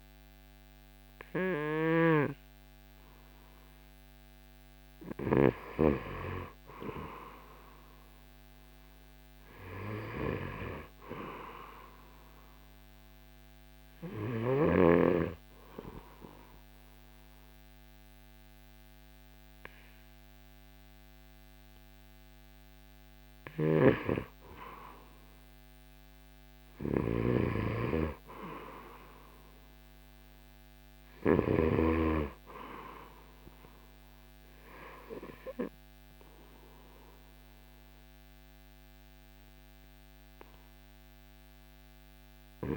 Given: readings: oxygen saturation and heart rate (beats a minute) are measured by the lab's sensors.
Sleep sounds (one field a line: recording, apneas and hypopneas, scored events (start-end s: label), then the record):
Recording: breathing in sleep by a microphone on the trachea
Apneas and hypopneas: 1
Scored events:
12.50-26.50 s: oxygen desaturation (device-marked, oxygen 94% before, 91% lowest, heart rate 69 before, 62 extreme)
13.00-24.00 s: hypopnea (oxygen 95% before, 91% lowest, heart rate 69 before, 62 extreme, up 11 after)
23.50-32.00 s: snoring (device-marked)
25.50-29.50 s: arousal
From the record:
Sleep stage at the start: N2 (light sleep)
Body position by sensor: on the right side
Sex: male